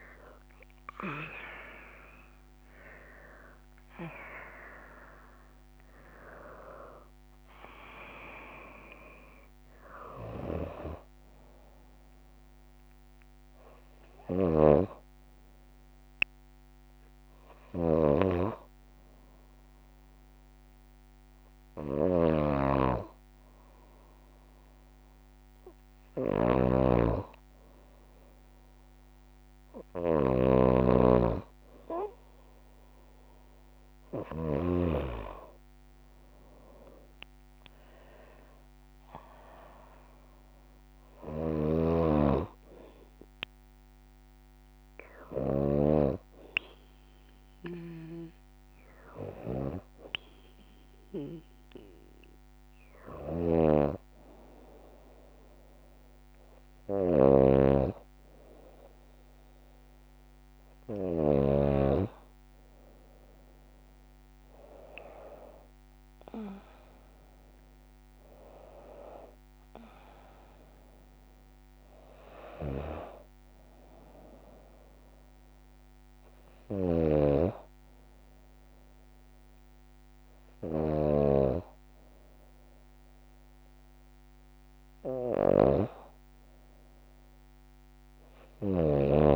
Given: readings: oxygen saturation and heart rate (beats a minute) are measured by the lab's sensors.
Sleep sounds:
breathing in sleep by a microphone on the trachea; 2
0.00-4.50 s: arousal
13.50-34.00 s: snoring (device-marked)
14.00-26.50 s: hypopnea (oxygen 96% before, 93% lowest, heart rate 59 before, 55 extreme, up 1 after)
34.00-37.50 s: arousal
39.00-59.00 s: oxygen desaturation (device-marked, oxygen 98% before, 93% lowest, heart rate 57 before, 55 extreme)
40.50-45.00 s: snoring (device-marked)
43.50-54.50 s: hypopnea (oxygen 98% before, 93% lowest, heart rate 58 before, 55 extreme, up 2 after)
52.50-61.00 s: snoring (device-marked)
63.00-66.50 s: arousal
76.00-89.36 s: snoring (device-marked)
From the record:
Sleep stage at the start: N2 (light sleep); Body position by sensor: on the left side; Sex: female

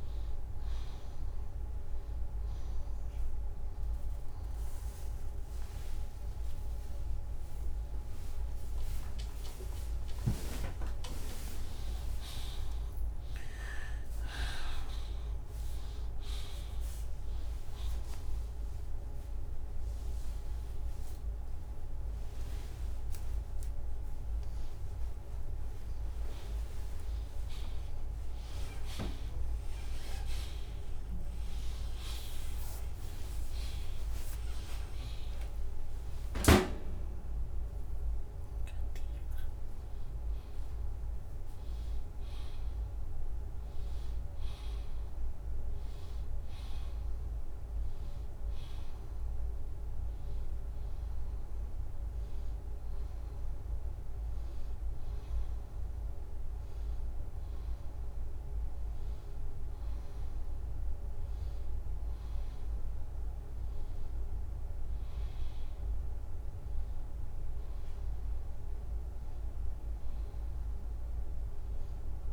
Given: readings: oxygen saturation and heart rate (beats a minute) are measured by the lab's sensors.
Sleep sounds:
a person partly awake in a sleep study, by a room microphone; none
6.00-14.00 s: oxygen desaturation (device-marked, oxygen 95% before, 89% lowest, heart rate 93 before, 92 extreme)
19.00-32.00 s: oxygen desaturation (device-marked, oxygen 93% before, 87% lowest, heart rate 117 before, 92 extreme)
24.00-72.33 s: new sleep stage, N1 (lightest sleep)
34.00-42.00 s: oxygen desaturation (device-marked, oxygen 95% before, 90% lowest, heart rate 127 before, 90 extreme)
50.00-55.00 s: oxygen desaturation (device-marked, oxygen 94% before, 91% lowest, heart rate 101 before, 90 extreme)
From the record:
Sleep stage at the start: awake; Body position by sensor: on the back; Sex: female

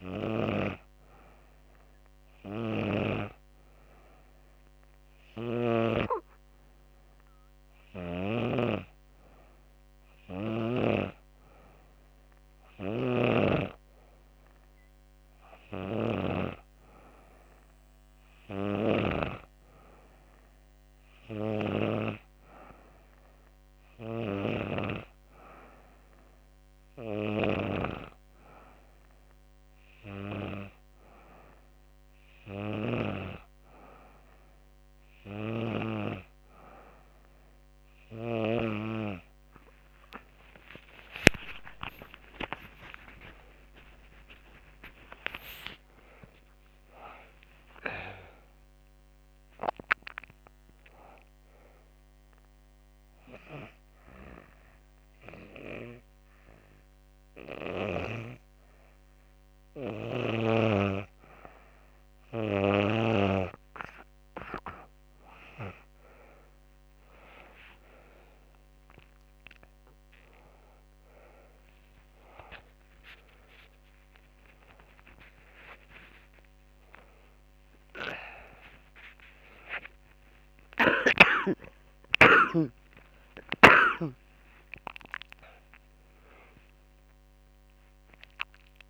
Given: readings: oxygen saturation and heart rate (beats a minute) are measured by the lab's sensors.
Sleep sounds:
breathing in sleep by a microphone on the trachea; 1
38.50-45.00 s: arousal
51.00-62.00 s: hypopnea (oxygen 94% before, 91% lowest, heart rate 117 before, 82 extreme, up 6 after)
63.50-80.50 s: oxygen desaturation (device-marked, oxygen 96% before, 91% lowest, heart rate 110 before, 89 extreme)
77.50-88.90 s: new sleep stage, awake
From the record:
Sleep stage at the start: N2 (light sleep); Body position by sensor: on the back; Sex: female

